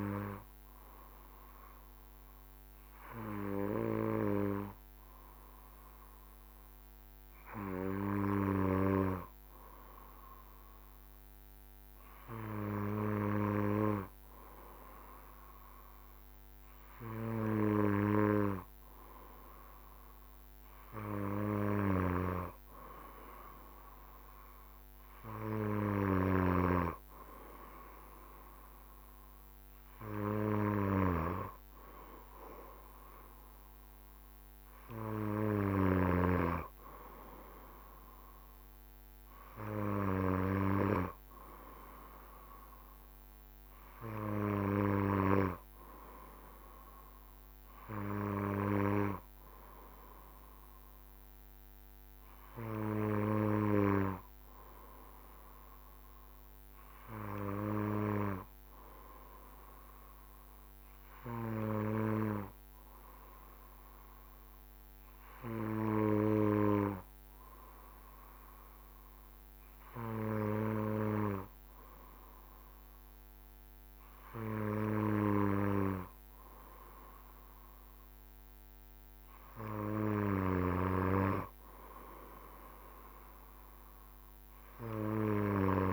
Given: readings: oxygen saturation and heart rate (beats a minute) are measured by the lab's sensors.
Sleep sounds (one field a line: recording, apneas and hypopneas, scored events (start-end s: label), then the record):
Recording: breathing in sleep by a microphone on the trachea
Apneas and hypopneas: none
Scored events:
none scored
From the record:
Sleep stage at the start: N2 (light sleep)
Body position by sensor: on the back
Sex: male